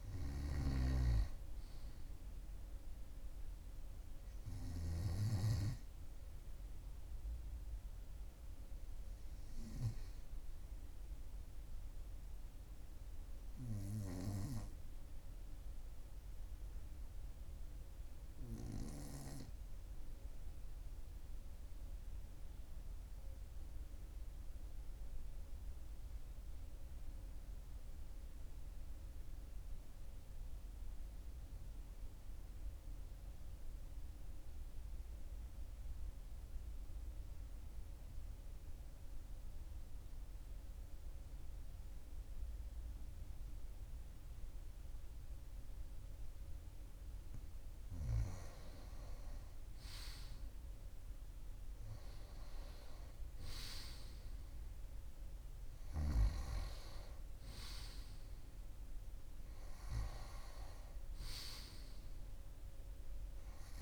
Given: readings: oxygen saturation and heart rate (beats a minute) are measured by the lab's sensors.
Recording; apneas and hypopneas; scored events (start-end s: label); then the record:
breathing in sleep by a room microphone; 1
16.00-46.50 s: obstructive apnea (oxygen 99% before, 93% lowest, heart rate 42 before, 41 extreme, up 2 after)
48.00-52.50 s: arousal
From the record:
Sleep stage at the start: N2 (light sleep); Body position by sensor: on the right side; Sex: male